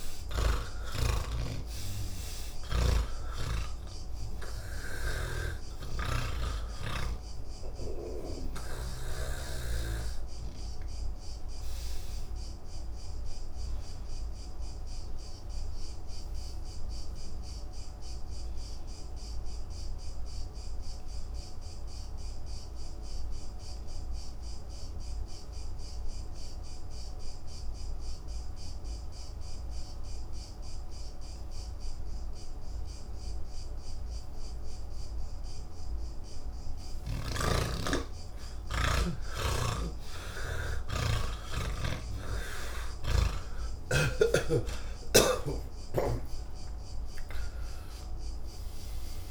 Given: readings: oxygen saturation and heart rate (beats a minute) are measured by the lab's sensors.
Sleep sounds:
breathing in sleep by a room microphone; 1
0.00-28.00 s: oxygen desaturation (device-marked, oxygen 80% lowest, heart rate 76 extreme)
12.50-36.00 s: obstructive apnea (oxygen 99% before, 80% lowest, heart rate 119 before, 76 extreme)
37.00-49.31 s: oxygen desaturation (device-marked, oxygen 98% before, 81% lowest, heart rate 133 before, 69 extreme)
44.50-49.31 s: snoring (device-marked)
From the record:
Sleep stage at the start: N2 (light sleep); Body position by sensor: on the back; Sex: male

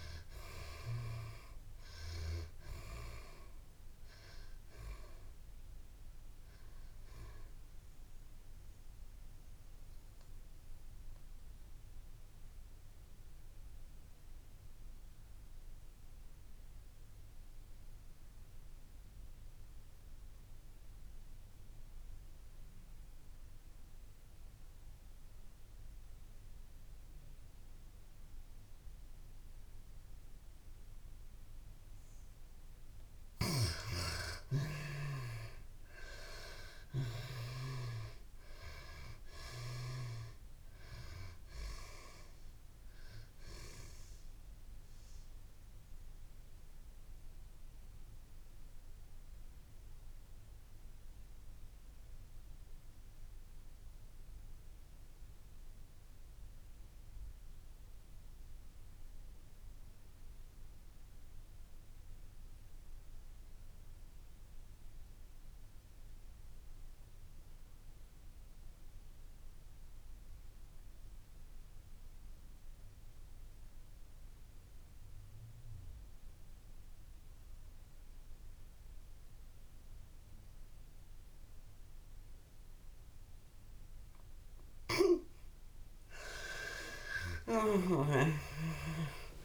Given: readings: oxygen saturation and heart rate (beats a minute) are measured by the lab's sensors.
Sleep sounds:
breathing in sleep by a room microphone; 2
0.00-22.50 s: oxygen desaturation (device-marked, oxygen 73% lowest, heart rate 115 extreme)
6.50-31.50 s: mixed apnea (oxygen 98% before, 73% lowest, heart rate 163 before, 100 extreme, up 4 after)
27.50-63.50 s: oxygen desaturation (device-marked, oxygen 98% before, 75% lowest, heart rate 180 before, 100 extreme)
33.50-37.00 s: arousal
42.00-85.00 s: mixed apnea (oxygen 98% before, 68% lowest, heart rate 149 before, 100 extreme, up 41 after)
65.50-89.45 s: oxygen desaturation (device-marked, oxygen 98% before, 68% lowest, heart rate 136 before, 70 extreme)
87.00-89.45 s: arousal
From the record:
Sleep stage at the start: N2 (light sleep); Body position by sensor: on the back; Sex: female

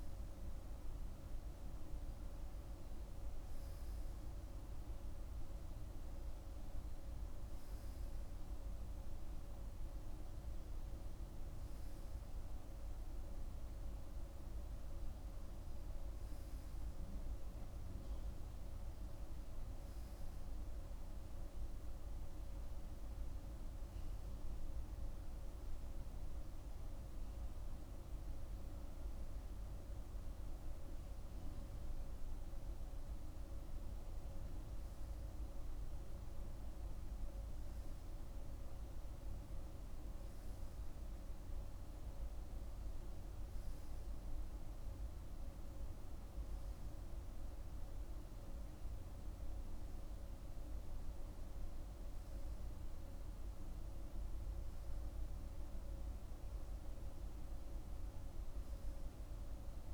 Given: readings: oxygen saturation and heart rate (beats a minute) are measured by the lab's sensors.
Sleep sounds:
breathing in sleep, hard to hear, by a room microphone; none
none scored
From the record:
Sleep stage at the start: REM sleep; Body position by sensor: on the right side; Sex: male

